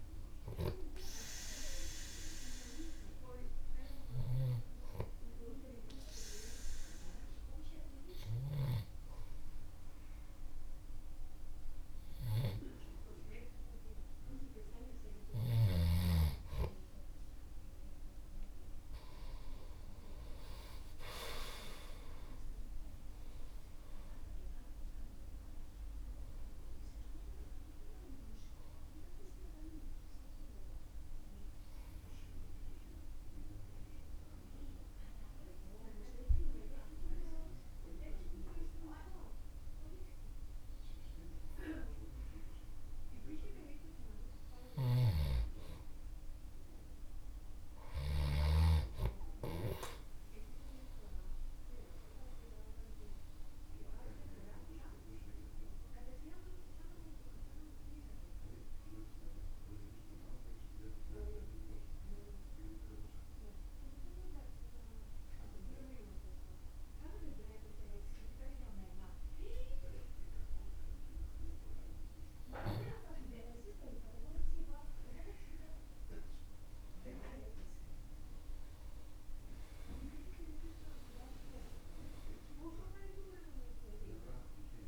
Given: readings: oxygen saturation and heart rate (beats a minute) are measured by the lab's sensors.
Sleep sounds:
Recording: breathing in sleep by a room microphone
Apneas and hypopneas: 3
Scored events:
1.50-15.50 s: hypopnea (oxygen 97% before, 94% lowest, heart rate 55 before, 47 extreme, up 9 after)
20.50-43.50 s: oxygen desaturation (device-marked, oxygen 98% before, 94% lowest, heart rate 56 before, 47 extreme)
21.00-25.50 s: arousal
29.50-43.50 s: obstructive apnea (oxygen 98% before, 94% lowest, heart rate 60 before, 47 extreme, up 24 after)
45.00-49.00 s: snoring (device-marked)
50.50-55.50 s: arousal
60.50-75.00 s: obstructive apnea (oxygen 97% before, 93% lowest, heart rate 65 before, 55 extreme, up 45 after)
77.50-83.00 s: arousal
From the record:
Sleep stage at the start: N2 (light sleep)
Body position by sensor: on the back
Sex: male

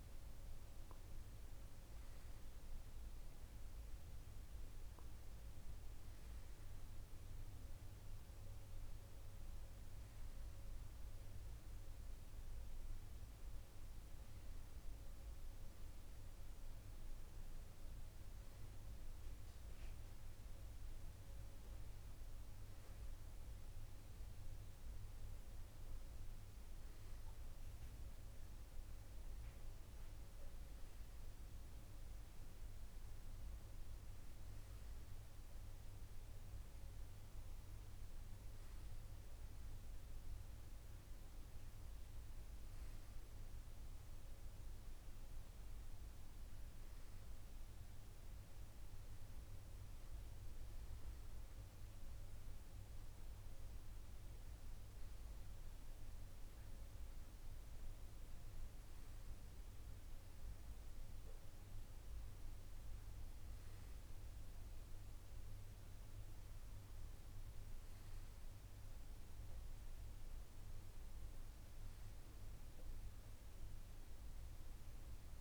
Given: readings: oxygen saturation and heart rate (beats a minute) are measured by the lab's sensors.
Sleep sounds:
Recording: breathing in sleep, hard to hear, by a room microphone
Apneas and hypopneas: none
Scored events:
none scored
From the record:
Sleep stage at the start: N1 (lightest sleep)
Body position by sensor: on the left side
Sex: male

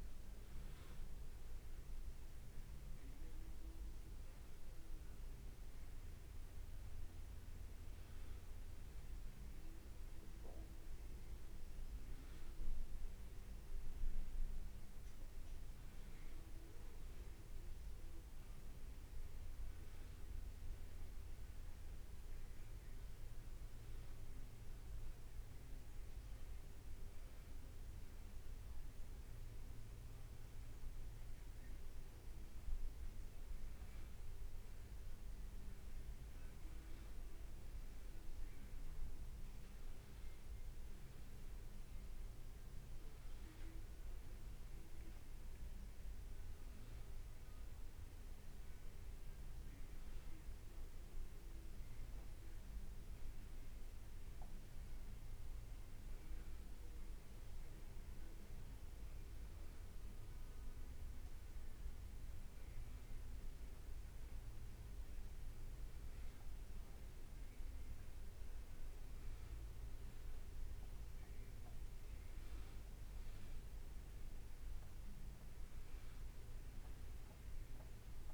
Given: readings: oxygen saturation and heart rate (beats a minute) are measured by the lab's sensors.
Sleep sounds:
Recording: breathing in sleep, hard to hear, by a room microphone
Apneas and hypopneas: none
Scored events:
66.00-78.34 s: new sleep stage, N2 (light sleep)
From the record:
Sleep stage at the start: N1 (lightest sleep)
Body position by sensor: on the back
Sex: male

